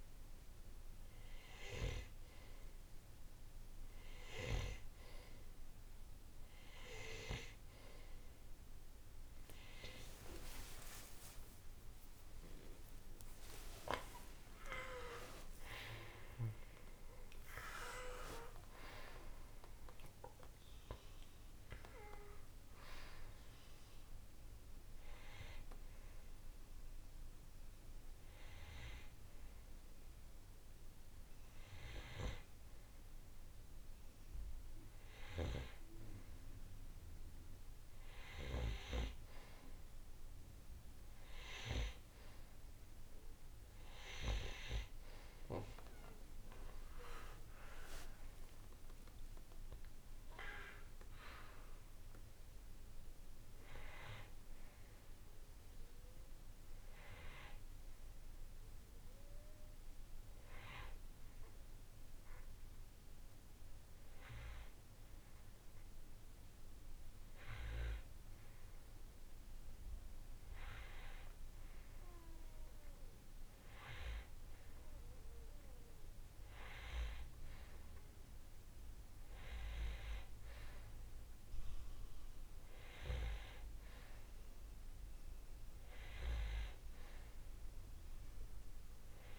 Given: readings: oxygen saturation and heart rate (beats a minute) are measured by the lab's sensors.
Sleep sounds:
breathing in sleep by a room microphone; none
9.50-14.50 s: arousal
46.50-50.50 s: arousal
From the record:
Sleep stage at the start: N2 (light sleep); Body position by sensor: on the right side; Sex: male

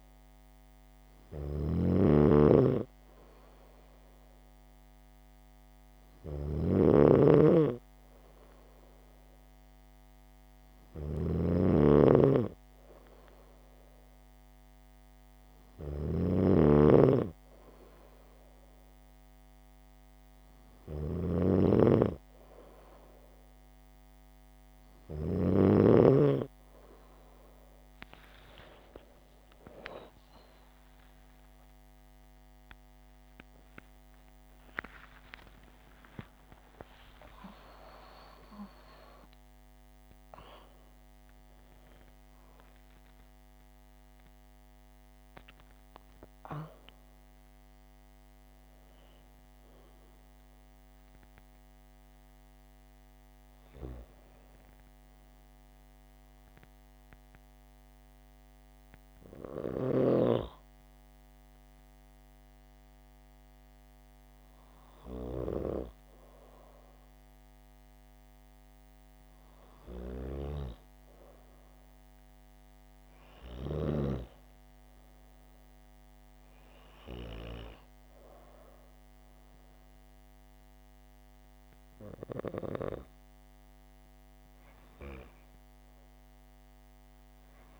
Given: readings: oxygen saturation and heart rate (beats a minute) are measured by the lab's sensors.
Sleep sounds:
breathing in sleep by a microphone on the trachea; none
0.00-25.50 s: snoring (device-marked)
34.00-39.00 s: arousal
70.00-74.00 s: snoring (device-marked)
From the record:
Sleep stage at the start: N2 (light sleep); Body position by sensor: on the back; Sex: female

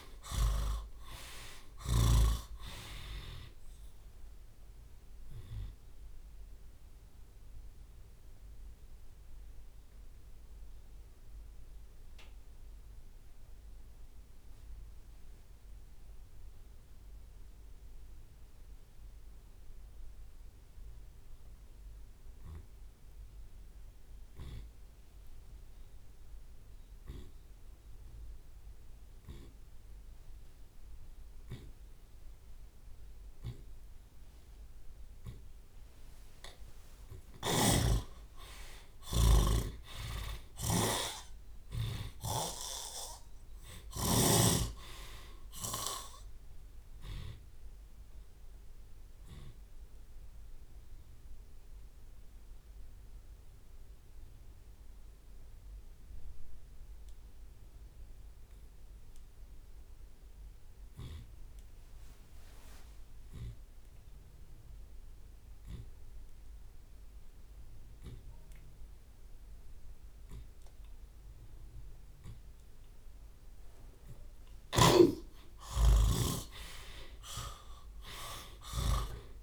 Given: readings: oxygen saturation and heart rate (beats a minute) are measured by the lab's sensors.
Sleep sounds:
breathing in sleep by a room microphone; 2
0.00-2.00 s: long interval between heartbeats (device-marked, heart rate 104 before, 78 extreme)
0.00-2.50 s: snoring (device-marked)
0.00-9.50 s: drop in pulse transit time (device-marked, heart rate 68 extreme)
7.00-35.00 s: obstructive apnea (oxygen 96% before, 80% lowest)
22.50-30.50 s: drop in pulse transit time (device-marked, heart rate 53 before, 57 extreme)
24.50-26.50 s: long interval between heartbeats (device-marked, heart rate 51 before, 64 extreme)
29.50-31.50 s: long interval between heartbeats (device-marked, heart rate 50 before, 83 extreme)
30.50-35.50 s: tachycardia (device-marked, heart rate 84 before, 115 extreme)
32.00-34.00 s: long interval between heartbeats (device-marked, heart rate 57 before, 97 extreme)
34.00-36.00 s: long interval between heartbeats (device-marked, heart rate 65 before, 115 extreme)
37.00-39.00 s: long interval between heartbeats (device-marked, heart rate 77 before, 130 extreme)
37.00-41.00 s: arousal
40.50 s: drop in pulse transit time (device-marked)
42.00-44.00 s: long interval between heartbeats (device-marked, heart rate 89 before, 66 extreme)
42.50-60.50 s: drop in pulse transit time (device-marked)
47.50-73.00 s: obstructive apnea (oxygen 96% before, 76% lowest)
62.50-79.43 s: oxygen desaturation (device-marked, oxygen 97% before, 80% lowest)
63.50-65.50 s: long interval between heartbeats (device-marked, heart rate 39 before, 83 extreme)
72.50-74.50 s: long interval between heartbeats (device-marked, heart rate 53 before, 68 extreme)
74.50-79.43 s: tachycardia (device-marked, heart rate 79 before, 166 extreme)
75.00-79.43 s: arousal
75.50-77.50 s: long interval between heartbeats (device-marked, heart rate 62 before, 86 extreme)
From the record:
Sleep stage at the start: N2 (light sleep); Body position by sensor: on the back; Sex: male

